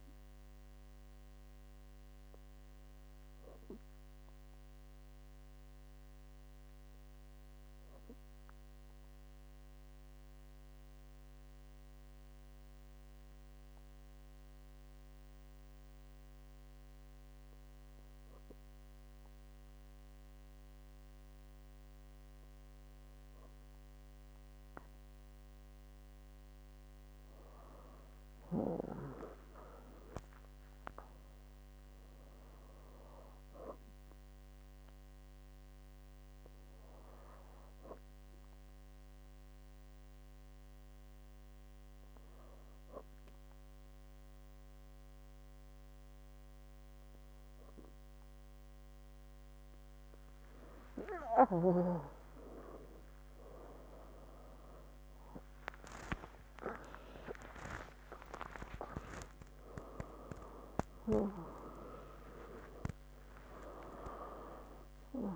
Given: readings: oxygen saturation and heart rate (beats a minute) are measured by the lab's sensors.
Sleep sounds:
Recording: breathing in sleep by a microphone on the trachea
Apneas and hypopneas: 2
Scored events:
4.50-23.50 s: obstructive apnea (oxygen 99% before, 95% lowest, heart rate 78 before, 55 extreme, up 33 after)
27.50-31.00 s: arousal
38.00-50.50 s: hypopnea (oxygen 99% before, 95% lowest, heart rate 75 before, 57 extreme)
49.50-65.36 s: new sleep stage, awake
From the record:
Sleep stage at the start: N2 (light sleep)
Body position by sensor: on the back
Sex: female

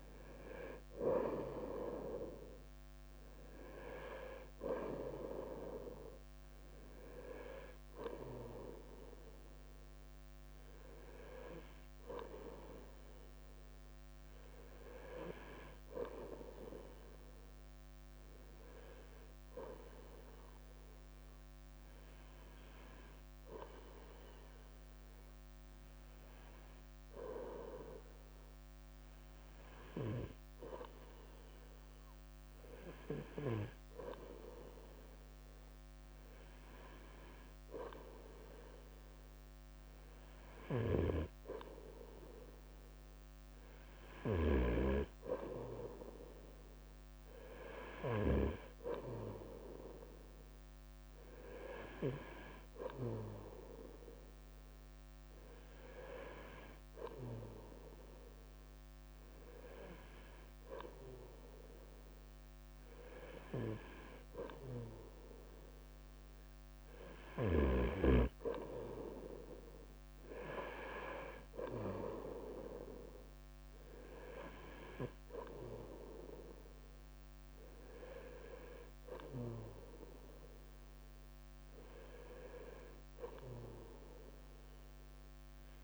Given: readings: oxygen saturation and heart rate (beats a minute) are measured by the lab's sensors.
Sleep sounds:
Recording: breathing in sleep by a microphone on the trachea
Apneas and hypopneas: 1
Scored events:
0.00-71.50 s: bradycardia (device-marked, heart rate 45 extreme)
2.50-11.50 s: oxygen desaturation (device-marked, oxygen 97% before, 94% lowest, heart rate 52 before, 45 extreme)
14.50-17.50 s: arousal
20.50-34.00 s: hypopnea (oxygen 97% before, 94% lowest, heart rate 50 before, 46 extreme, up 0 after)
36.00-39.50 s: arousal
62.50-85.83 s: new sleep stage, N3 (deep sleep)
77.50-85.83 s: bradycardia (device-marked, heart rate 52 before, 47 extreme)
From the record:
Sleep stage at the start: N2 (light sleep)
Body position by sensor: on the right side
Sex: male

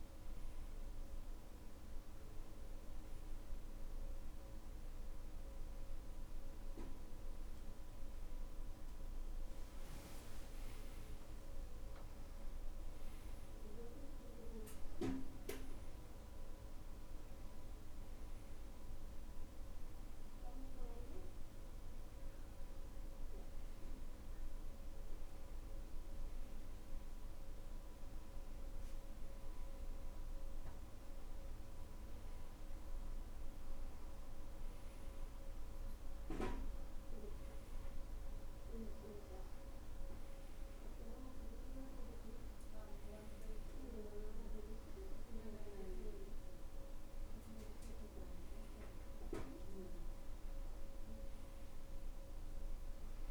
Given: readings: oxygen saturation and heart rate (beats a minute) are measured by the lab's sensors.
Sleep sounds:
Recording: breathing in sleep by a room microphone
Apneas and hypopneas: none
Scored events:
none scored
From the record:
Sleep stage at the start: N2 (light sleep)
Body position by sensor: on the back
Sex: male

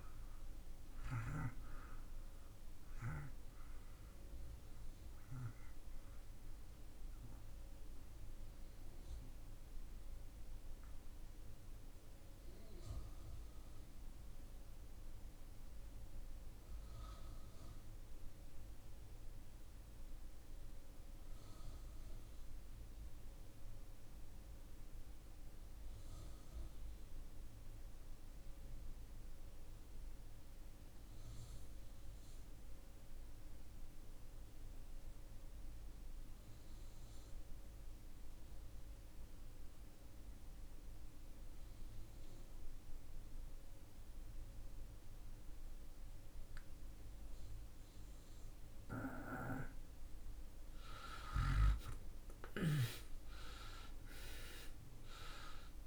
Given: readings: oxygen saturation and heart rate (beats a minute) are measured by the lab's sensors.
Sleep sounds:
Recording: breathing in sleep by a room microphone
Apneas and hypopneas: 1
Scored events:
0.00-17.50 s: oxygen desaturation (device-marked, oxygen 83% lowest)
6.00-48.00 s: obstructive apnea (oxygen 93% before, 66% lowest)
33.50-55.87 s: oxygen desaturation (device-marked, oxygen 94% before, 66% lowest)
50.50-54.00 s: arousal
From the record:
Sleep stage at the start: REM sleep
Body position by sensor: on the back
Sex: male

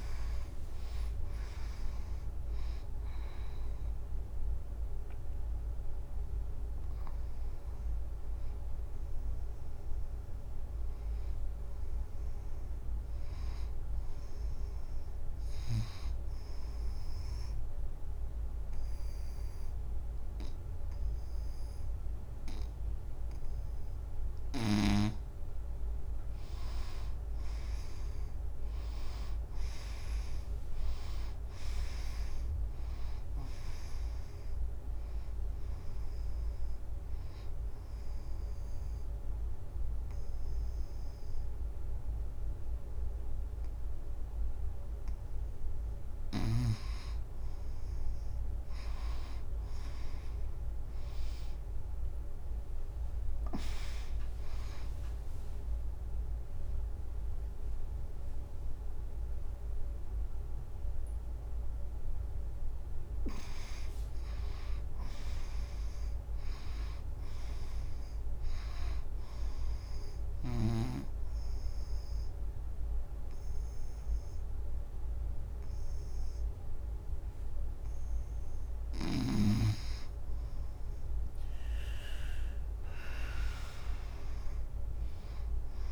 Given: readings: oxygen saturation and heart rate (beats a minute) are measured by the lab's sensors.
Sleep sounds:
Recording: breathing in sleep by a room microphone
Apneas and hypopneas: 4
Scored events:
0.00-2.50 s: arousal
0.00-20.50 s: oxygen desaturation (device-marked, oxygen 87% lowest, heart rate 74 extreme)
16.50-27.00 s: obstructive apnea (oxygen 95% before, 86% lowest, heart rate 90 before, 74 extreme, up 14 after)
29.00-33.00 s: arousal
33.50-44.50 s: oxygen desaturation (device-marked, oxygen 95% before, 86% lowest, heart rate 84 before, 74 extreme)
36.50-46.50 s: obstructive apnea (oxygen 98% before, 86% lowest, heart rate 84 before, 74 extreme, up 6 after)
50.00-53.50 s: arousal
54.50-64.50 s: central apnea (oxygen 96% before, 87% lowest, heart rate 86 before, 75 extreme, up 0 after)
54.50-64.50 s: oxygen desaturation (device-marked, oxygen 96% before, 88% lowest, heart rate 86 before, 75 extreme)
65.50-67.50 s: arousal
70.00-80.50 s: obstructive apnea (oxygen 96% before, 87% lowest, heart rate 90 before, 75 extreme, up 9 after)
72.50-79.50 s: oxygen desaturation (device-marked, oxygen 95% before, 92% lowest, heart rate 92 before, 75 extreme)
82.50-85.92 s: arousal
From the record:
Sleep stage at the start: N2 (light sleep)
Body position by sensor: on the right side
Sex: female

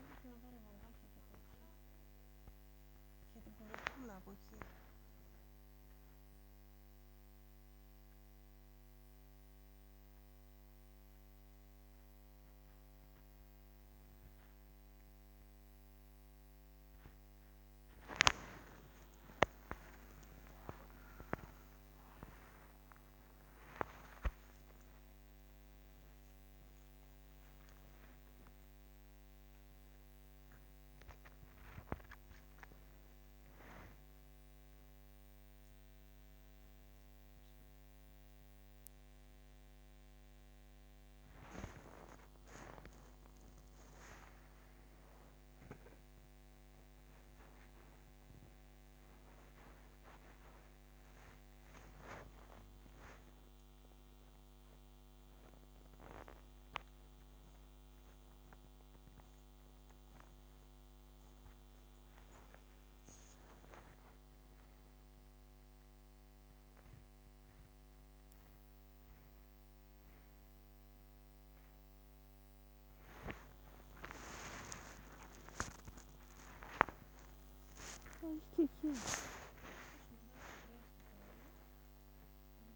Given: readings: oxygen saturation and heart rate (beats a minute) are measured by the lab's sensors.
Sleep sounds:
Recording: a person awake in a sleep study, by a microphone on the trachea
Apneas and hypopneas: none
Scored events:
none scored
From the record:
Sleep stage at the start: awake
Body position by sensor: on the back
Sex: female

